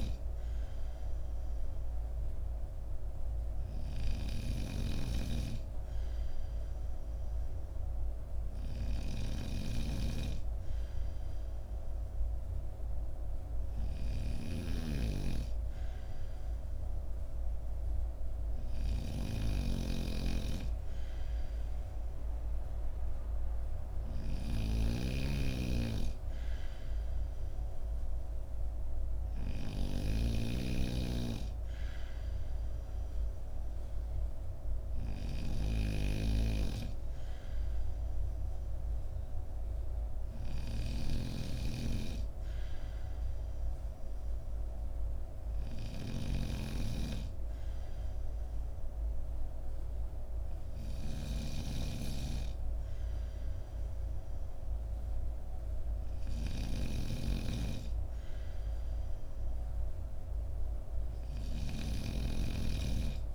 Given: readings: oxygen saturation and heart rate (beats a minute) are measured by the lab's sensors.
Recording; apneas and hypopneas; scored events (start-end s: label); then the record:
breathing in sleep by a room microphone; none
0.00-63.35 s: snoring (device-marked)
From the record:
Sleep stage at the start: N2 (light sleep); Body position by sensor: on the right side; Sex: male